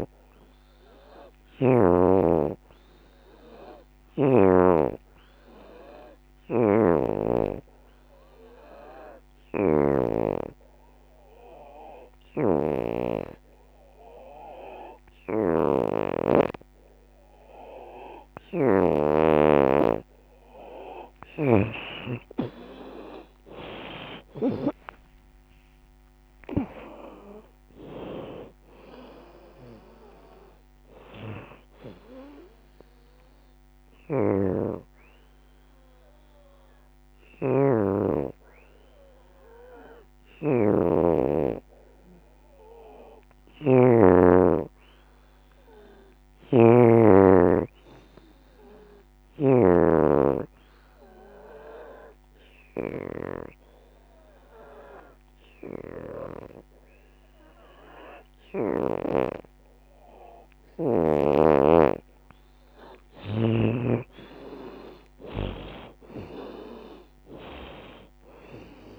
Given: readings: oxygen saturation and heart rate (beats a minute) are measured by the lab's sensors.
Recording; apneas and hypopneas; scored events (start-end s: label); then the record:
breathing in sleep by a microphone on the trachea; 3
0.00-1.00 s: arousal
0.00-7.00 s: drop in pulse transit time (device-marked, heart rate 79 extreme)
0.00-16.00 s: oxygen desaturation (device-marked, oxygen 87% lowest, heart rate 72 extreme)
7.50-20.00 s: obstructive apnea (oxygen 94% before, 83% lowest, heart rate 79 before, 72 extreme, up 29 after)
21.50-24.00 s: arousal
22.00-36.00 s: drop in pulse transit time (device-marked, heart rate 78 before, 81 extreme)
23.00-41.00 s: oxygen desaturation (device-marked, oxygen 88% before, 83% lowest, heart rate 78 before, 70 extreme)
24.50-26.50 s: long interval between heartbeats (device-marked, heart rate 78 before, 91 extreme)
32.00-44.00 s: hypopnea (oxygen 91% before, 83% lowest, heart rate 86 before, 70 extreme, up 5 after)
45.00-47.50 s: arousal
48.00-57.00 s: oxygen desaturation (device-marked, oxygen 93% before, 88% lowest, heart rate 88 before, 67 extreme)
49.50-61.00 s: obstructive apnea (oxygen 93% before, 84% lowest, heart rate 87 before, 67 extreme, up 20 after)
62.50-66.50 s: arousal
64.00-68.99 s: drop in pulse transit time (device-marked, heart rate 77 before, 77 extreme)
67.00-68.99 s: oxygen desaturation (device-marked, oxygen 89% before, 84% lowest, heart rate 77 before, 66 extreme)
From the record:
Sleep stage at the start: N2 (light sleep); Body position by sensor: on the back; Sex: female